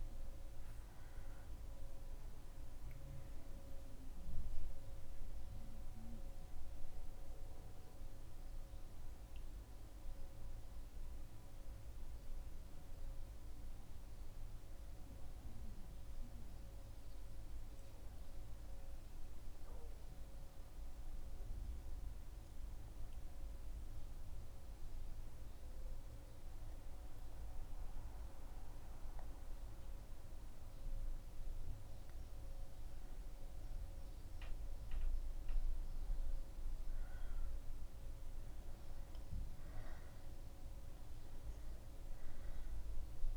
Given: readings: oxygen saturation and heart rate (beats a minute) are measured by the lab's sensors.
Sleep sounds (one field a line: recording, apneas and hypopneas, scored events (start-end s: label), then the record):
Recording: breathing in sleep, hard to hear, by a room microphone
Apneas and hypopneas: 1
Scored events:
8.00-29.50 s: central apnea (oxygen 97% before, 94% lowest, heart rate 77 before, 74 extreme, up 3 after)
31.50-36.00 s: arousal
From the record:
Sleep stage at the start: N2 (light sleep)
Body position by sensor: on the back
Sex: male